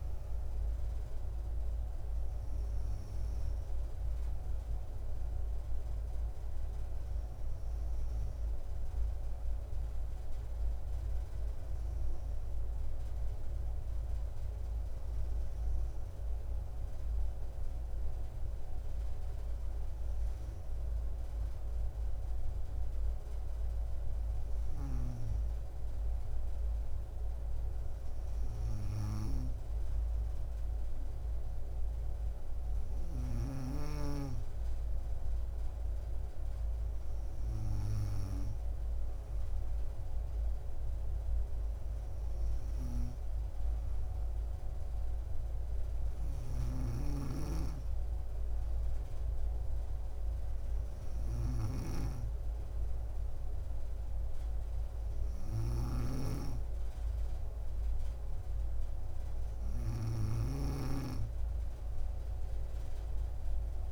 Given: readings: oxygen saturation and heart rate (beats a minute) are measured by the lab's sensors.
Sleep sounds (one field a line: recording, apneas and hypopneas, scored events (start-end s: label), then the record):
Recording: breathing in sleep by a room microphone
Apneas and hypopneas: none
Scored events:
46.50-63.92 s: snoring (device-marked)
From the record:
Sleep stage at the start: N2 (light sleep)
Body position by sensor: on the back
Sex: female